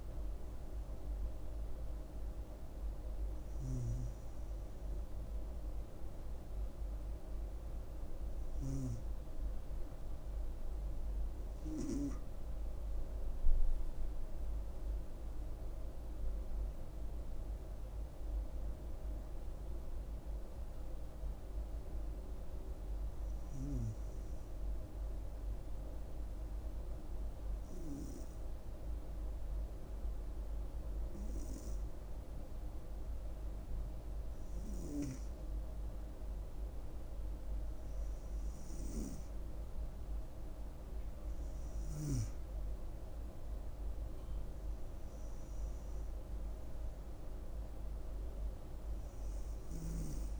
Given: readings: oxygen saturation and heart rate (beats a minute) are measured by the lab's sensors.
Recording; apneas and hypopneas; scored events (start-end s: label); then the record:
breathing in sleep by a room microphone; 1
15.50-19.50 s: arousal
23.00-37.50 s: hypopnea (oxygen 97% before, 93% lowest, heart rate 67 before, 65 extreme, up 4 after)
39.50-42.50 s: arousal
From the record:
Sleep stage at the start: N2 (light sleep); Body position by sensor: on the front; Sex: female